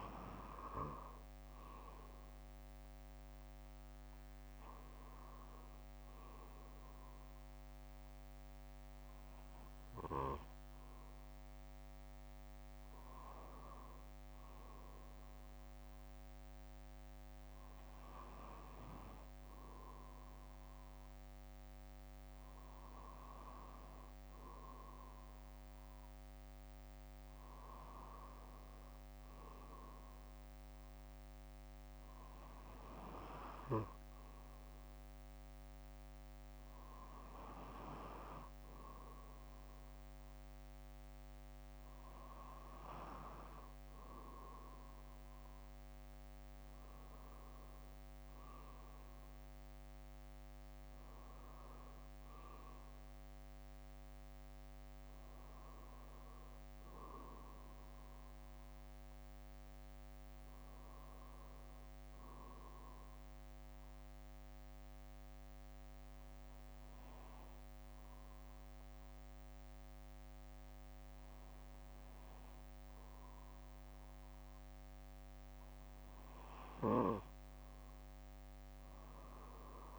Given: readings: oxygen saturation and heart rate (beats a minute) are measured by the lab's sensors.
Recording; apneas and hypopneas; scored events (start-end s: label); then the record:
breathing in sleep by a microphone on the trachea; 1
11.50-13.50 s: bradycardia (device-marked, heart rate 60 before, 60 extreme)
18.50-20.50 s: bradycardia (device-marked, heart rate 60 before, 60 extreme)
42.50-44.50 s: bradycardia (device-marked, heart rate 60 before, 62 extreme)
61.50-63.50 s: bradycardia (device-marked, heart rate 60 before, 62 extreme)
63.00-75.50 s: obstructive apnea (oxygen 95% before, 93% lowest, heart rate 62 before, 57 extreme, up 6 after)
71.50-73.50 s: bradycardia (device-marked, heart rate 60 before, 60 extreme)
77.00-79.99 s: arousal
From the record:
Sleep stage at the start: N2 (light sleep); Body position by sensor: on the back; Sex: male